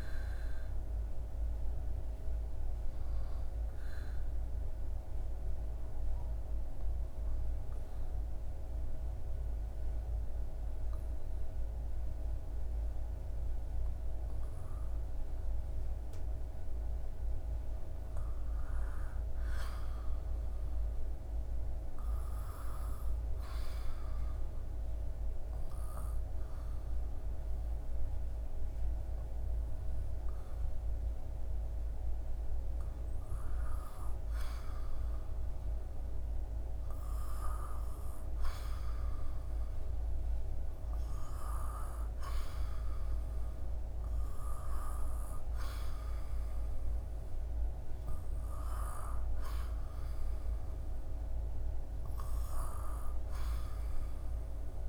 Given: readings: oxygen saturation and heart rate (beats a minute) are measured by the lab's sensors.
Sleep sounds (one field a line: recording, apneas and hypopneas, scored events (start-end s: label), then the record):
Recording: breathing in sleep, hard to hear, by a room microphone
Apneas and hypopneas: 1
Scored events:
0.00-13.00 s: oxygen desaturation (device-marked, oxygen 84% lowest, heart rate 77 extreme)
3.50-17.00 s: obstructive apnea (oxygen 96% before, 84% lowest, heart rate 79 before, 77 extreme, up 0 after)
19.50-23.50 s: arousal
43.00-54.89 s: oxygen desaturation (device-marked, oxygen 97% before, 93% lowest, heart rate 79 before, 68 extreme)
From the record:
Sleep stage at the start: REM sleep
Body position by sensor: on the back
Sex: male